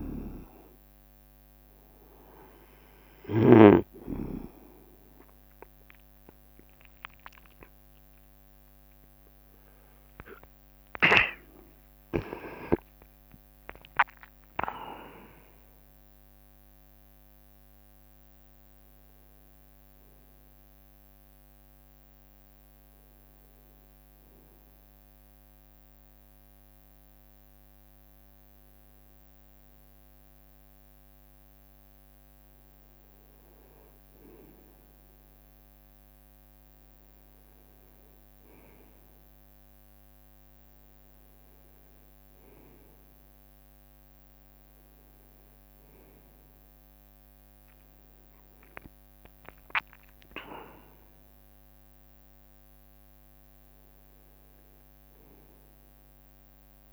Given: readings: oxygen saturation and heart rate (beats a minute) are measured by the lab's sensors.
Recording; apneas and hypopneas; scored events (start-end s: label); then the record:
a person awake in a sleep study, by a microphone on the trachea; none
0.00-4.00 s: snoring (device-marked)
4.50-15.00 s: leg movement (device-marked)
5.50-24.50 s: drop in pulse transit time (device-marked, heart rate 72 before, 75 extreme)
23.50-56.93 s: new sleep stage, awake
From the record:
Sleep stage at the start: N2 (light sleep); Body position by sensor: on the right side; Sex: male